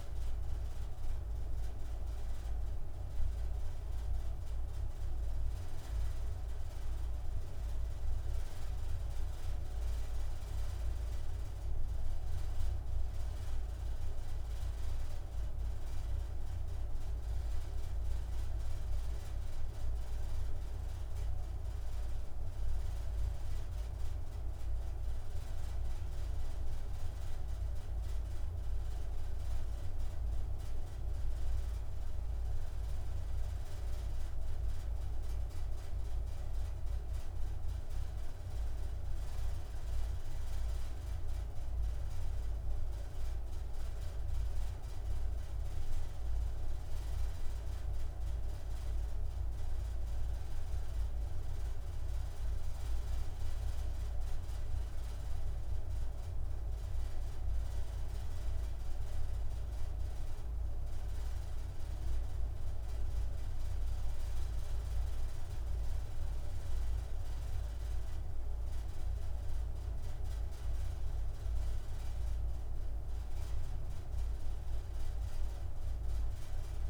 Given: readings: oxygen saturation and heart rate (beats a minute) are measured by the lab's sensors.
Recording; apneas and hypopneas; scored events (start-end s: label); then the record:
a person awake in a sleep study, hard to hear, by a room microphone; none
none scored
From the record:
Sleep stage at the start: awake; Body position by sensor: on the right side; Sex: male